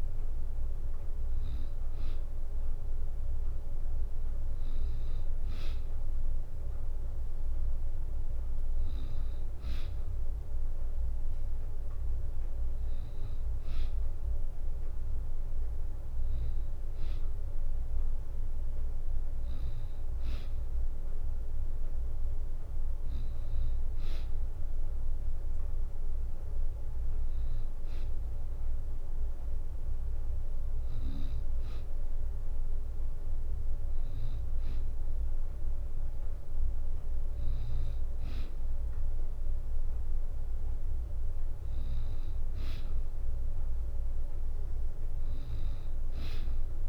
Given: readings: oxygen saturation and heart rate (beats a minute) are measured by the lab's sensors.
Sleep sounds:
breathing in sleep, hard to hear, by a room microphone; none
none scored
From the record:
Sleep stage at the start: N2 (light sleep); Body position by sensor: on the back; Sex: female

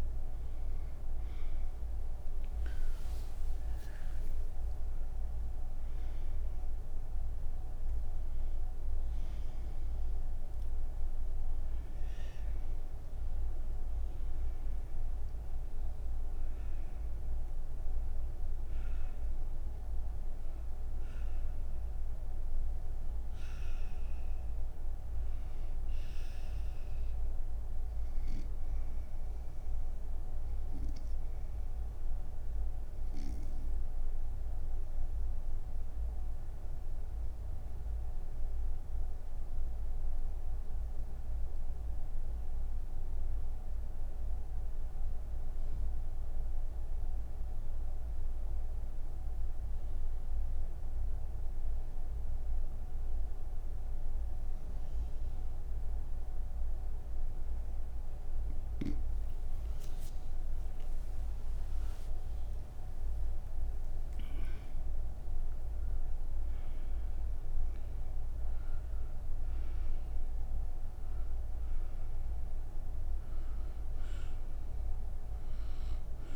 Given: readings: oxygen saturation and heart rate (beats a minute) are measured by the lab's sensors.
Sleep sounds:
breathing in sleep, hard to hear, by a room microphone; none
0.00-45.00 s: oxygen desaturation (device-marked, oxygen 86% lowest)
68.00-76.36 s: oxygen desaturation (device-marked, oxygen 98% before, 88% lowest)
From the record:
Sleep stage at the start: N2 (light sleep); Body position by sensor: on the right side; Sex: female

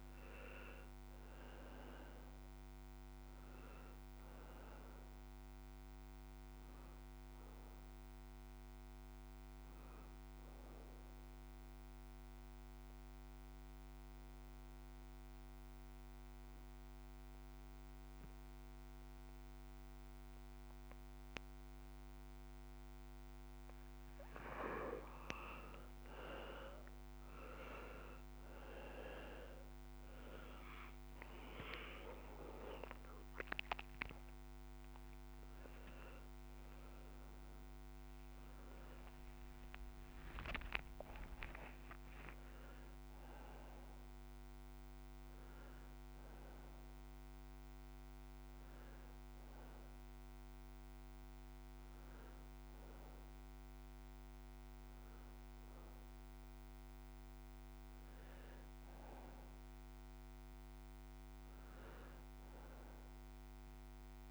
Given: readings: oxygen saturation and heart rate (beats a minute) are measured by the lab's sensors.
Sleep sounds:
breathing in sleep by a microphone on the trachea; 1
0.00-16.50 s: oxygen desaturation (device-marked, oxygen 85% lowest, heart rate 26 extreme)
11.00-24.00 s: obstructive apnea (oxygen 98% before, 85% lowest, heart rate 76 before, 26 extreme, up 23 after)
30.50-35.50 s: oxygen desaturation (device-marked, oxygen 98% before, 91% lowest, heart rate 82 before, 27 extreme)
31.00-38.50 s: arousal
37.50-44.50 s: oxygen desaturation (device-marked, oxygen 95% before, 85% lowest, heart rate 57 before, 27 extreme)
44.50-64.31 s: new sleep stage, N1 (lightest sleep)
From the record:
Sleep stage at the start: N2 (light sleep); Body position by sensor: on the back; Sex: male

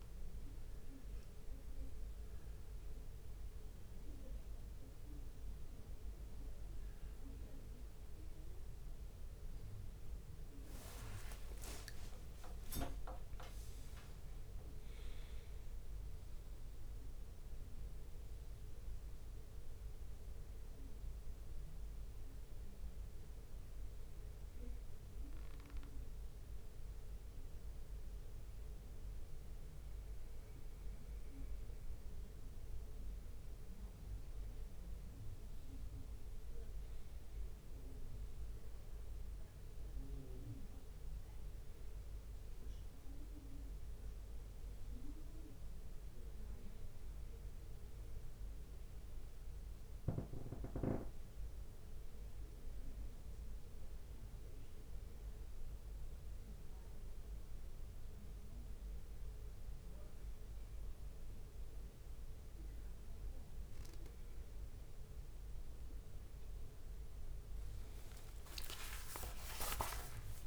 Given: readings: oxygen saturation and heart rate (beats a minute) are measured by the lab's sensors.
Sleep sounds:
a person awake in a sleep study, by a room microphone; none
11.00-15.50 s: leg movement (device-marked)
13.00-24.00 s: drop in pulse transit time (device-marked, heart rate 76 before, 69 extreme)
39.50-41.50 s: leg movement (device-marked)
48.00-49.50 s: leg movement (device-marked)
62.50-69.50 s: leg movement (device-marked)
67.00-70.47 s: tachycardia (device-marked, heart rate 70 before, 105 extreme)
From the record:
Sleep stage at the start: awake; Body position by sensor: on the back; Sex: male

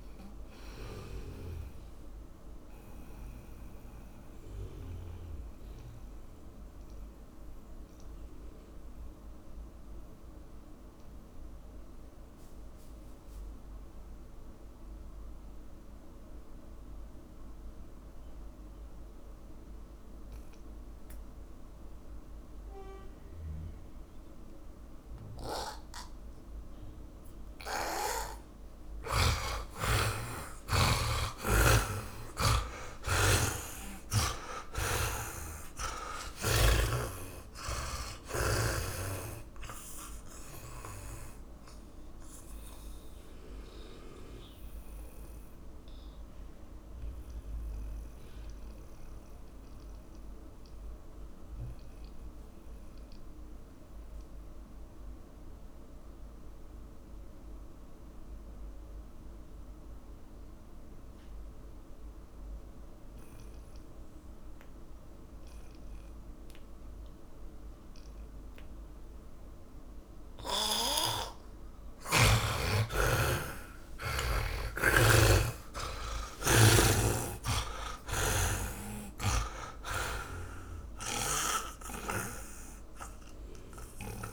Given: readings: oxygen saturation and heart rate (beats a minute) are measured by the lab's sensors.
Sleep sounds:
breathing in sleep by a room microphone; 2
0.00-19.00 s: oxygen desaturation (device-marked, oxygen 80% lowest, heart rate 49 extreme)
1.50-29.00 s: mixed apnea (oxygen 100% before, 80% lowest, heart rate 71 before, 51 extreme, up 17 after)
31.50-37.50 s: arousal
31.50-39.00 s: snoring (device-marked)
36.00-60.00 s: oxygen desaturation (device-marked, oxygen 98% before, 80% lowest, heart rate 56 before, 51 extreme)
41.50-71.00 s: mixed apnea (oxygen 100% before, 80% lowest, heart rate 60 before, 51 extreme, up 26 after)
70.00-84.33 s: oxygen desaturation (device-marked, oxygen 100% before, 81% lowest, heart rate 59 before, 49 extreme)
74.00-78.50 s: arousal
From the record:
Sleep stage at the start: N2 (light sleep); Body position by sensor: on the back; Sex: male

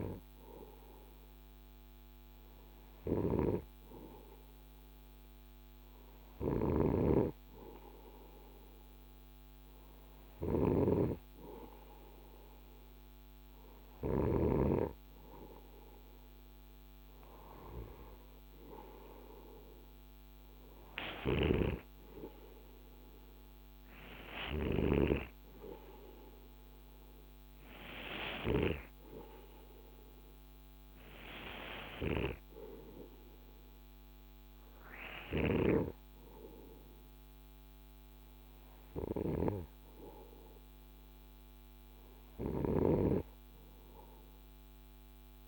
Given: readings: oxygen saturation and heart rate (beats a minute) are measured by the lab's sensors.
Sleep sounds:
breathing in sleep by a microphone on the trachea; none
2.00-13.50 s: snoring (device-marked)
20.50-24.00 s: snoring (device-marked)
34.50-45.48 s: snoring (device-marked)
From the record:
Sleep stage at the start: REM sleep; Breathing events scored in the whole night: 54 in 5.5 hours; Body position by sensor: on the right side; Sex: male

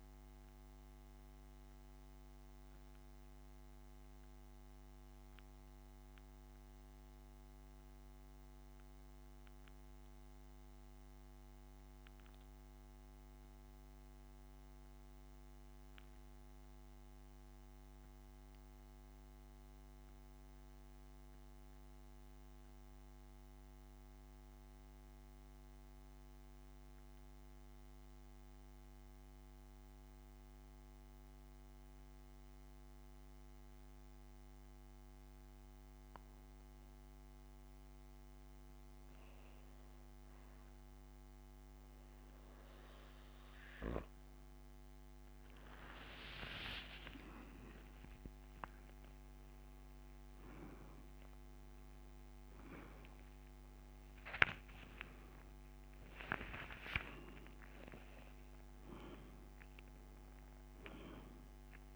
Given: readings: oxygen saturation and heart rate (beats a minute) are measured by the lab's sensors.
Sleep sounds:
breathing in sleep by a microphone on the trachea; 1
0.00-5.50 s: oxygen desaturation (device-marked, oxygen 94% lowest, heart rate 49 extreme)
1.00-43.50 s: mixed apnea (oxygen 98% before, 87% lowest, heart rate 61 before, 25 extreme, up 10 after)
24.50-36.50 s: oxygen desaturation (device-marked, oxygen 93% before, 87% lowest, heart rate 59 before, 58 extreme)
46.00-51.00 s: arousal
From the record:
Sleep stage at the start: N2 (light sleep); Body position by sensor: on the back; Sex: male

